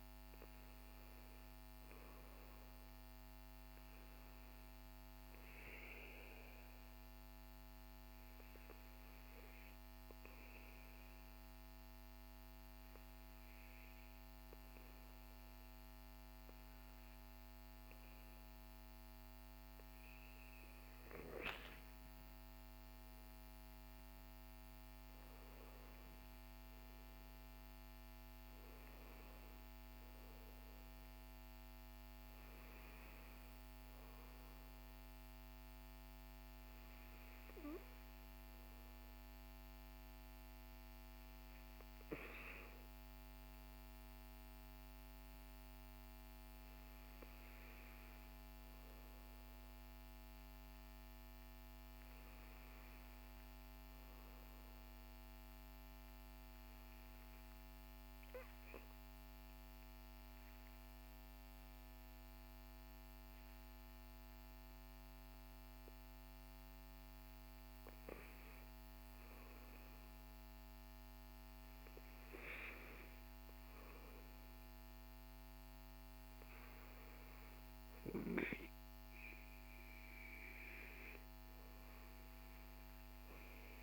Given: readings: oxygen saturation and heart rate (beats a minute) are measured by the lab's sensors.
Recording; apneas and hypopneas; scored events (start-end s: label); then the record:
breathing in sleep by a microphone on the trachea; 2
8.00-19.50 s: obstructive apnea (oxygen 98% before, 95% lowest, heart rate 58 before, 47 extreme, up 7 after)
21.00-25.50 s: arousal
55.50-67.00 s: obstructive apnea (oxygen 98% before, 94% lowest, heart rate 62 before, 48 extreme, up 6 after)
69.00-72.50 s: arousal
74.50-83.83 s: oxygen desaturation (device-marked, oxygen 97% before, 94% lowest, heart rate 56 before, 51 extreme)
From the record:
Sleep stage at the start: REM sleep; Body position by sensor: on the back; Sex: male